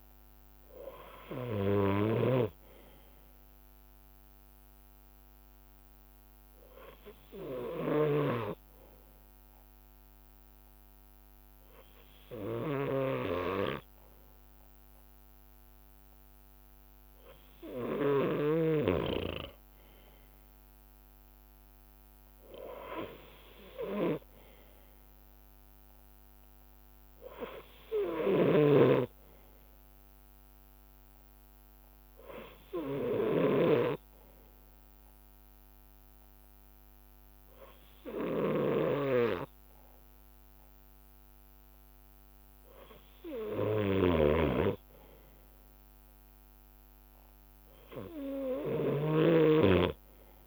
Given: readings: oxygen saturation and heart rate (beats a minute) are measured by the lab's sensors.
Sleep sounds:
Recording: breathing in sleep by a microphone on the trachea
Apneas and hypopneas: 1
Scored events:
0.00-4.50 s: leg movement (device-marked)
0.00-21.50 s: bradycardia (device-marked, heart rate 27 extreme)
1.00-3.00 s: long interval between heartbeats (device-marked, heart rate 50 before, 57 extreme)
4.00-15.50 s: hypopnea (oxygen 97% before, 95% lowest, heart rate 50 before, 45 extreme, up 14 after)
6.00-11.00 s: leg movement (device-marked)
12.50-17.00 s: leg movement (device-marked)
18.50-23.00 s: leg movement (device-marked)
19.50-24.00 s: arousal
22.50-50.47 s: bradycardia (device-marked, heart rate 55 before, 36 extreme)
25.50-29.00 s: leg movement (device-marked)
28.00-33.50 s: snoring (device-marked)
30.00-34.50 s: leg movement (device-marked)
33.00-35.00 s: long interval between heartbeats (device-marked, heart rate 57 before, 55 extreme)
34.50-49.50 s: drop in pulse transit time (device-marked, heart rate 57 before, 36 extreme)
35.50-40.50 s: leg movement (device-marked)
41.50-43.50 s: long interval between heartbeats (device-marked, heart rate 53 before, 55 extreme)
42.00-48.00 s: leg movement (device-marked)
43.50-50.47 s: snoring (device-marked)
From the record:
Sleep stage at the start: N2 (light sleep)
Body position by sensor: on the left side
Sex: male

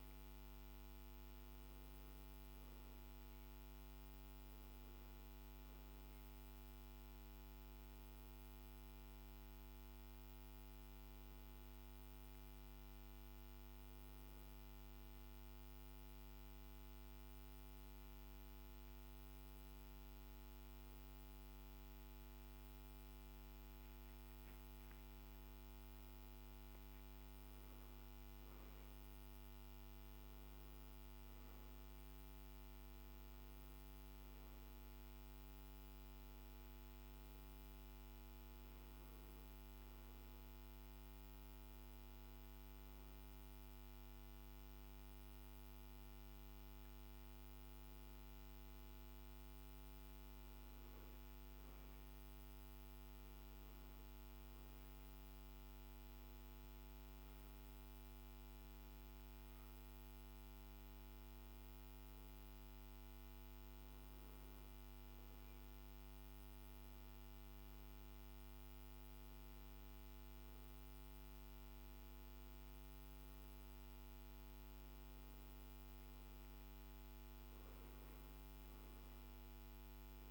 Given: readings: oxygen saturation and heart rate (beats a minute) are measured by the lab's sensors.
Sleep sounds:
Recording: breathing in sleep, hard to hear, by a microphone on the trachea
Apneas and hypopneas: 1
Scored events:
5.00-8.50 s: arousal
14.50-25.50 s: hypopnea (oxygen 96% before, 95% lowest, heart rate 66 before, 60 extreme, up 8 after)
28.00-32.50 s: arousal
34.50-80.31 s: new sleep stage, N2 (light sleep)
From the record:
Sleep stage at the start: N1 (lightest sleep)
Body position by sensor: on the back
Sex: male

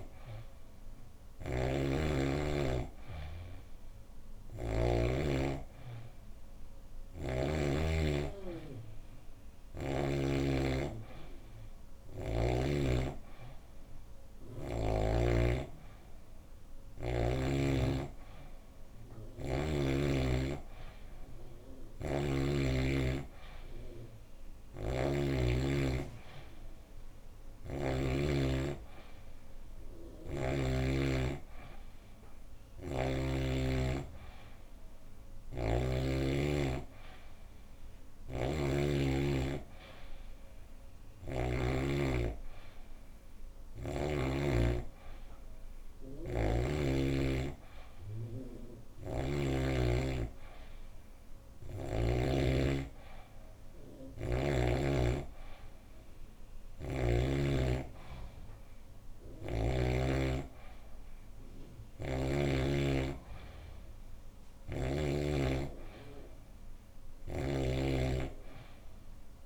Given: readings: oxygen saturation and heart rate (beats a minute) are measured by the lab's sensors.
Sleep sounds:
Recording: breathing in sleep by a room microphone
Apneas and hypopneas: none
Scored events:
1.00-4.50 s: snoring (device-marked)
6.50-10.00 s: snoring (device-marked)
27.00-30.50 s: snoring (device-marked)
37.50-44.00 s: snoring (device-marked)
48.50-52.00 s: snoring (device-marked)
64.00-67.50 s: snoring (device-marked)
From the record:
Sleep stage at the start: N3 (deep sleep)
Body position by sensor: on the back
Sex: female

